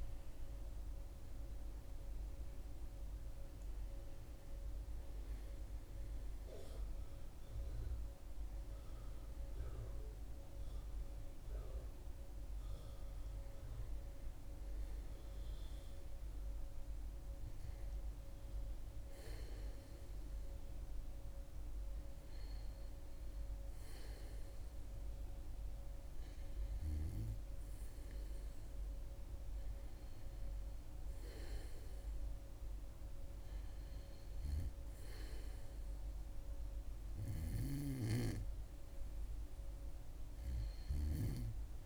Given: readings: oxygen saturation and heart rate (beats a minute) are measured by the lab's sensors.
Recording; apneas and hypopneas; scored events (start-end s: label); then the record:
breathing in sleep by a room microphone; none
0.00-19.00 s: oxygen desaturation (device-marked, oxygen 84% lowest, heart rate 64 extreme)
21.00-27.00 s: arousal
From the record:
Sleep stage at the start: N2 (light sleep); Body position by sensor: on the back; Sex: female